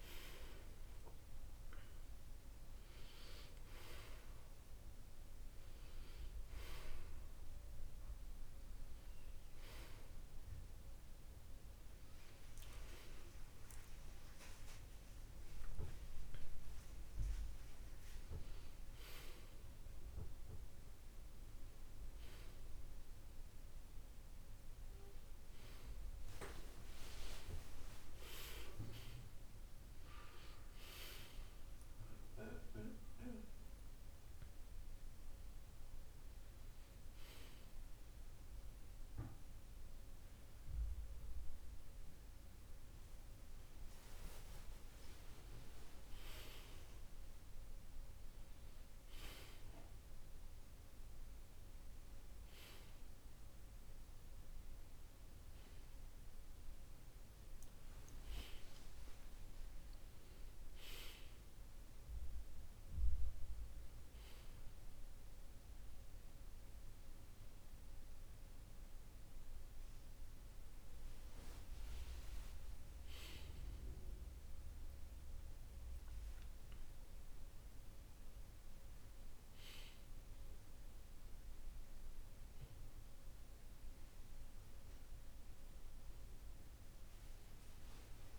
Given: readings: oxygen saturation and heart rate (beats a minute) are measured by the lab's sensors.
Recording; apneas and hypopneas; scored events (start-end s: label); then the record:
a person partly awake in a sleep study, by a room microphone; none
38.50-88.39 s: new sleep stage, N1 (lightest sleep)
From the record:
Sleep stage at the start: awake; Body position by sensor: on the back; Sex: male